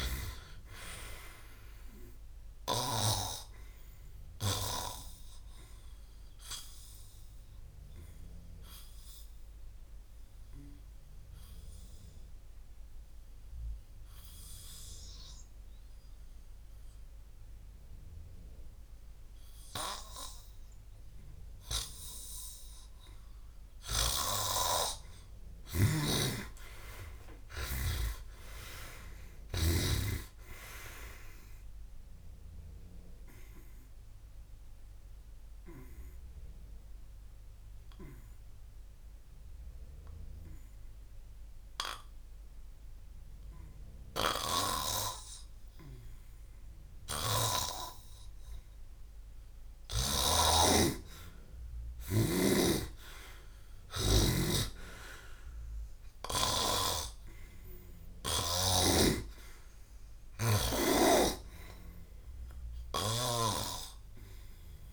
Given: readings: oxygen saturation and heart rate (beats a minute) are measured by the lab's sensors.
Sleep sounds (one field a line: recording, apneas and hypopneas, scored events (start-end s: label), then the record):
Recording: breathing in sleep by a room microphone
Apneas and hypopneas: 2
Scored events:
0.00-3.00 s: snoring (device-marked)
7.50-22.50 s: obstructive apnea (oxygen 98% before, 92% lowest, heart rate 60 before, 57 extreme, up 48 after)
24.00-27.50 s: arousal
25.50-30.00 s: snoring (device-marked)
34.00-46.50 s: obstructive apnea (oxygen 96% before, 85% lowest, heart rate 73 before, 58 extreme, up 13 after)
47.00-50.50 s: snoring (device-marked)
48.00-51.50 s: arousal
52.50-58.50 s: snoring (device-marked)
From the record:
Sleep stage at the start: N2 (light sleep)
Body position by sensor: on the back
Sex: male